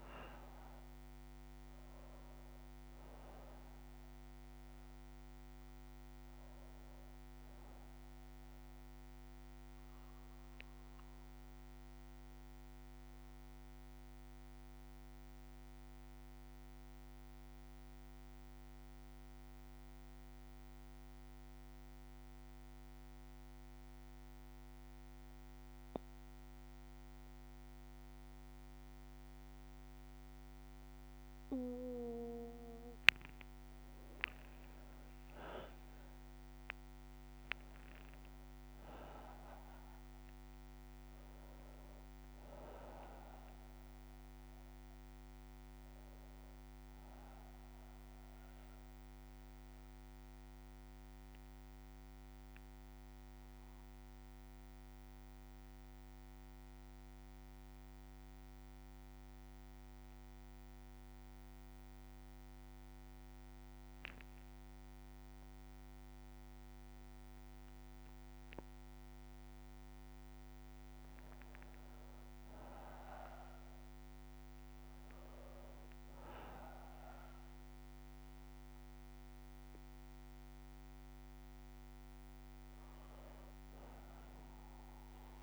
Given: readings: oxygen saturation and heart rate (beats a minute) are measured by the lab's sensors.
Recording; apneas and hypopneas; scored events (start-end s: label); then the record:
breathing in sleep by a microphone on the trachea; 2
0.00-24.00 s: oxygen desaturation (device-marked, oxygen 92% lowest, heart rate 55 extreme)
5.00-32.00 s: bradycardia (device-marked, heart rate 67 before, 55 extreme)
10.00-31.50 s: obstructive apnea (oxygen 98% before, 92% lowest, heart rate 60 before, 55 extreme, up 5 after)
32.00-37.00 s: arousal
48.00-66.00 s: bradycardia (device-marked, heart rate 66 before, 56 extreme)
49.50-70.50 s: obstructive apnea (oxygen 99% before, 94% lowest, heart rate 60 before, 55 extreme, up 4 after)
73.00-79.00 s: arousal
81.00-85.43 s: bradycardia (device-marked, heart rate 66 before, 55 extreme)
From the record:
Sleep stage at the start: N2 (light sleep); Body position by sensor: on the back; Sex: male